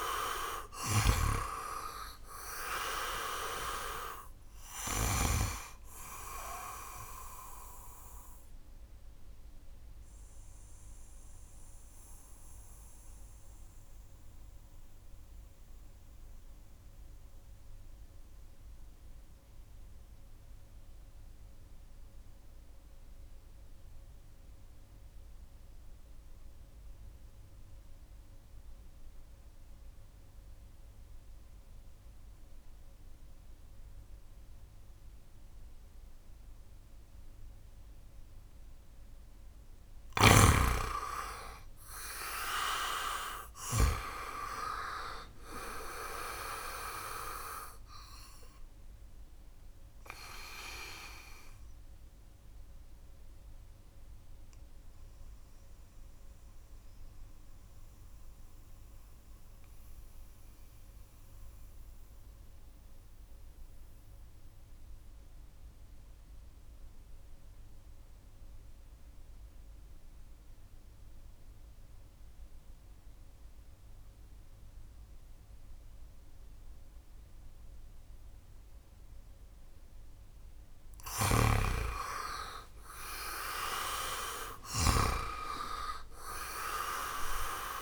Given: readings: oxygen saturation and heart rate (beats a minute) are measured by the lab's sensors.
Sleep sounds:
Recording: breathing in sleep by a room microphone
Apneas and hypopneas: 2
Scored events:
0.00-2.00 s: arousal
0.00-4.50 s: snoring (device-marked)
0.00-27.00 s: oxygen desaturation (device-marked, oxygen 74% lowest, heart rate 62 extreme)
8.00-38.50 s: mixed apnea (oxygen 98% before, 74% lowest, heart rate 69 before, 62 extreme, up 11 after)
35.00-70.00 s: oxygen desaturation (device-marked, oxygen 99% before, 78% lowest, heart rate 69 before, 61 extreme)
39.50-43.50 s: snoring (device-marked)
40.50-45.00 s: arousal
52.00-80.00 s: mixed apnea (oxygen 99% before, 78% lowest, heart rate 69 before, 61 extreme, up 10 after)
79.00-87.82 s: oxygen desaturation (device-marked, oxygen 97% before, 80% lowest, heart rate 68 before, 56 extreme)
80.50-84.50 s: snoring (device-marked)
82.00-87.00 s: arousal
From the record:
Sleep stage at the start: N2 (light sleep)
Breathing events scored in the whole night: 320 in 4.1 hours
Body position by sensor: on the back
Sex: male

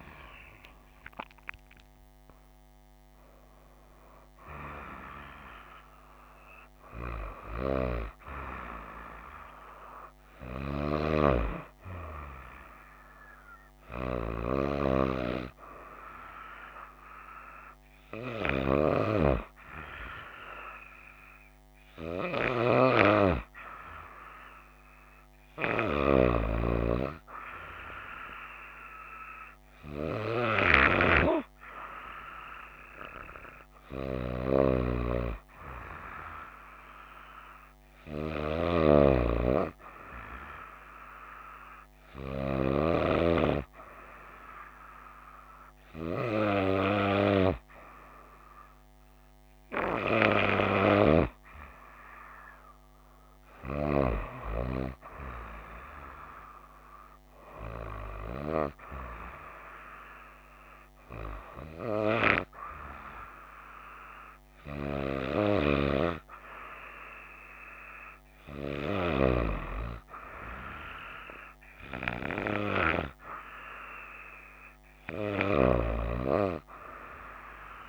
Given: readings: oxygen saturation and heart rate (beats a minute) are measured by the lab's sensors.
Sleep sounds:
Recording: breathing in sleep by a microphone on the trachea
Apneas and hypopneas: none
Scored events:
0.00-4.00 s: arousal
From the record:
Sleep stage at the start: N2 (light sleep)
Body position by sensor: on the right side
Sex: female

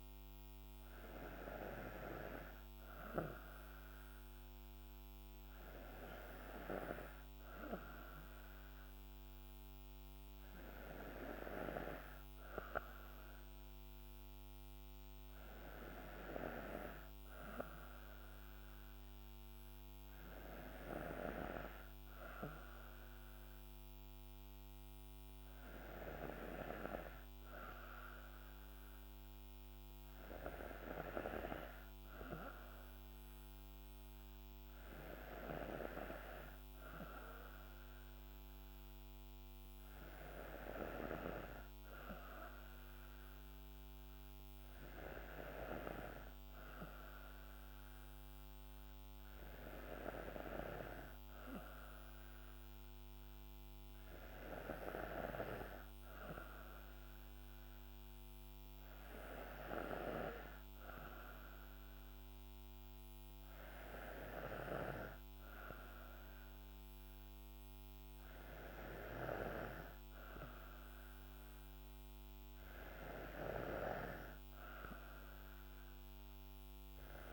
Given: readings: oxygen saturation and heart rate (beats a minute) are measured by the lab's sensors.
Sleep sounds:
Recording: breathing in sleep by a microphone on the trachea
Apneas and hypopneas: none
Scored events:
none scored
From the record:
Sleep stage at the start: N2 (light sleep)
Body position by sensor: on the right side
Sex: female

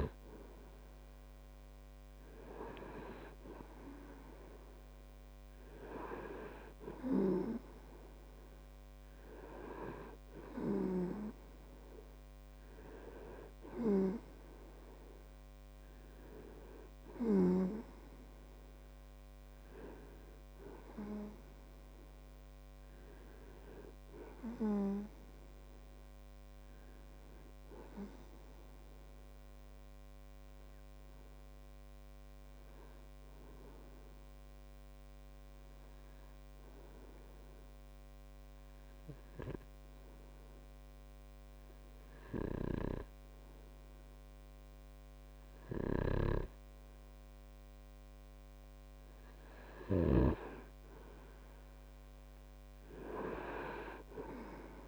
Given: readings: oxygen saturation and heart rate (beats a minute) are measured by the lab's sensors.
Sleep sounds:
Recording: breathing in sleep by a microphone on the trachea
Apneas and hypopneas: 1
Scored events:
0.00-1.50 s: arousal
37.00-49.50 s: obstructive apnea (oxygen 97% before, 96% lowest)
52.00-54.88 s: arousal
From the record:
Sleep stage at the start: REM sleep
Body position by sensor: on the right side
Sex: male

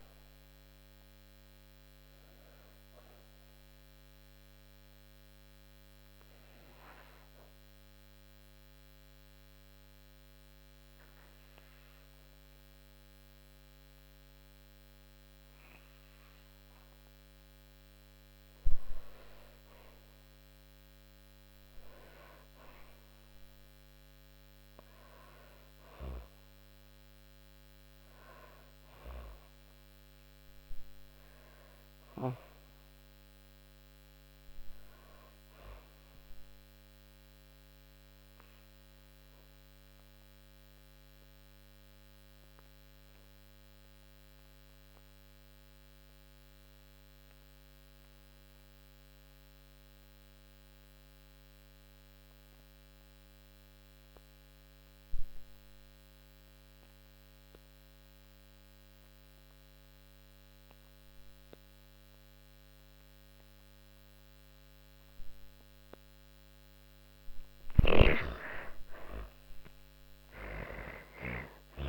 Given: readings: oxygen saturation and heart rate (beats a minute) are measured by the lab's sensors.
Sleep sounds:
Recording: breathing in sleep by a microphone on the trachea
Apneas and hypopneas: 2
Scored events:
0.00-14.00 s: oxygen desaturation (device-marked, oxygen 83% lowest)
4.00-20.00 s: obstructive apnea (oxygen 97% before, 83% lowest)
22.50-26.50 s: arousal
36.00-65.50 s: obstructive apnea (oxygen 100% before, 86% lowest)
54.00-71.89 s: oxygen desaturation (device-marked, oxygen 98% before, 86% lowest)
66.50-71.89 s: snoring (device-marked)
68.00-71.89 s: arousal
From the record:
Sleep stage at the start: N2 (light sleep)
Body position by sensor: on the back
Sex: female

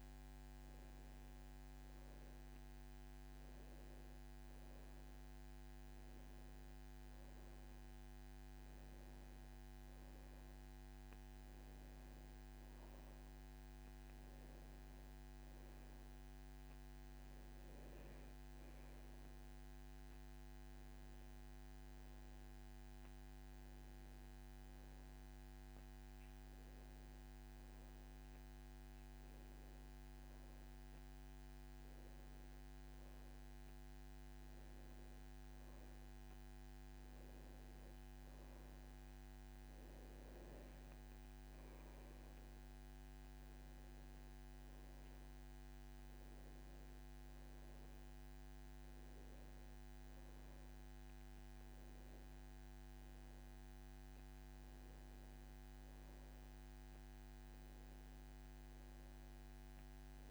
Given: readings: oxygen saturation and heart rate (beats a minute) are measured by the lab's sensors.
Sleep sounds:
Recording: a person awake in a sleep study, hard to hear, by a microphone on the trachea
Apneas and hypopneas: none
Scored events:
none scored
From the record:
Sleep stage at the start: awake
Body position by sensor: on the back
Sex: male

